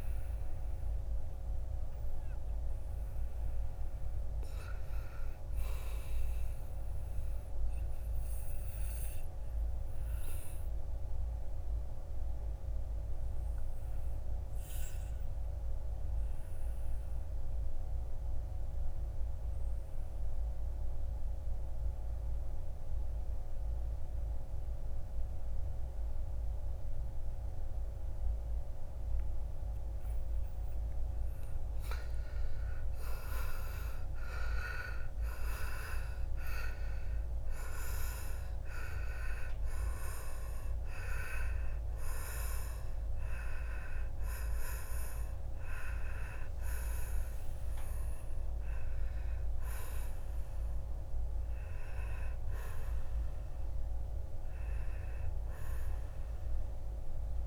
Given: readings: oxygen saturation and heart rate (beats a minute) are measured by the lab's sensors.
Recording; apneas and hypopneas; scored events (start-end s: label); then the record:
breathing in sleep by a room microphone; 1
0.00-8.00 s: oxygen desaturation (device-marked, oxygen 81% lowest, heart rate 56 extreme)
8.50-31.50 s: obstructive apnea (oxygen 94% before, 80% lowest, heart rate 63 before, 56 extreme, up 12 after)
20.00-57.46 s: oxygen desaturation (device-marked, oxygen 98% before, 80% lowest, heart rate 58 before, 45 extreme)
33.00-36.00 s: arousal
From the record:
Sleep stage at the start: N2 (light sleep); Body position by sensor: on the back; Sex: male